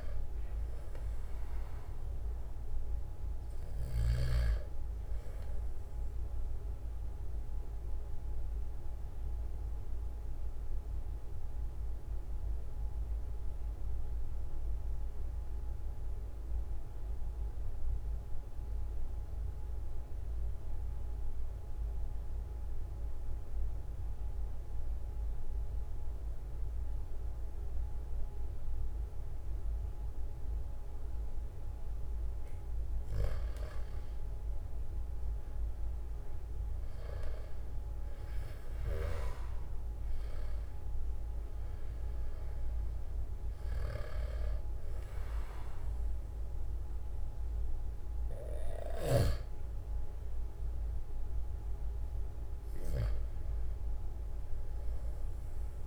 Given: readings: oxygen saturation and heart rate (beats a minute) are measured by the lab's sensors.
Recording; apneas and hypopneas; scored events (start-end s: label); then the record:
breathing in sleep by a room microphone; 1
0.00-4.50 s: snoring (device-marked)
7.50-32.00 s: mixed apnea (oxygen 97% before, 91% lowest, heart rate 45 before, 43 extreme, up 5 after)
35.00-39.50 s: arousal
52.00-54.00 s: long interval between heartbeats (device-marked, heart rate 46 before, 51 extreme)
From the record:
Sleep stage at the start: N2 (light sleep); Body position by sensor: on the back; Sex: male